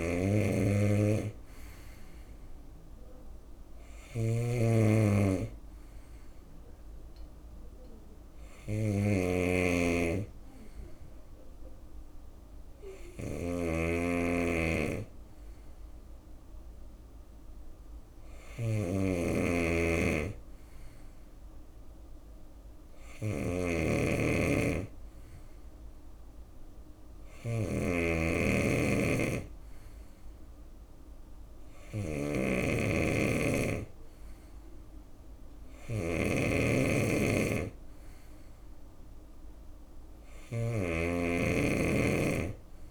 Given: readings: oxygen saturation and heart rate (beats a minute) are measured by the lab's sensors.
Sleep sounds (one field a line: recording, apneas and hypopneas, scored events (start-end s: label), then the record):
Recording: breathing in sleep by a room microphone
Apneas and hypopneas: none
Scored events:
0.00-42.91 s: snoring (device-marked)
From the record:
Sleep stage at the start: N2 (light sleep)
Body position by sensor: on the right side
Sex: male